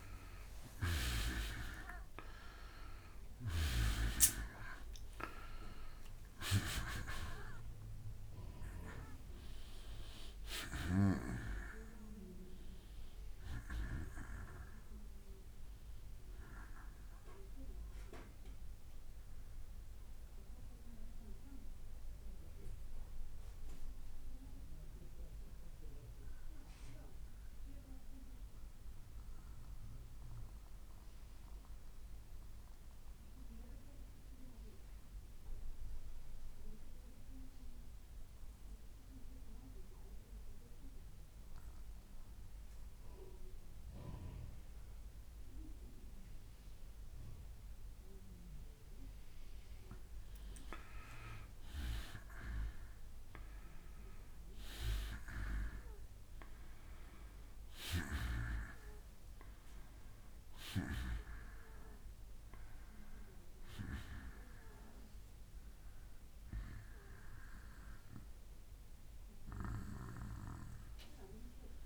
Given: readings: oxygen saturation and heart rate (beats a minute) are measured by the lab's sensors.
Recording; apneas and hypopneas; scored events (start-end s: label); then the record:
breathing in sleep by a room microphone; 1
0.00-1.00 s: arousal
0.00-2.50 s: bradycardia (device-marked, heart rate 55 extreme)
0.00-27.50 s: oxygen desaturation (device-marked, oxygen 84% lowest, heart rate 52 extreme)
20.50-27.50 s: bradycardia (device-marked, heart rate 66 before, 52 extreme)
25.50-46.00 s: mixed apnea (oxygen 96% before, 87% lowest, heart rate 64 before, 61 extreme, up 2 after)
43.50-71.86 s: oxygen desaturation (device-marked, oxygen 98% before, 87% lowest, heart rate 59 before, 59 extreme)
50.00-52.50 s: arousal
From the record:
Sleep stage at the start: N2 (light sleep); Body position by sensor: on the back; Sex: male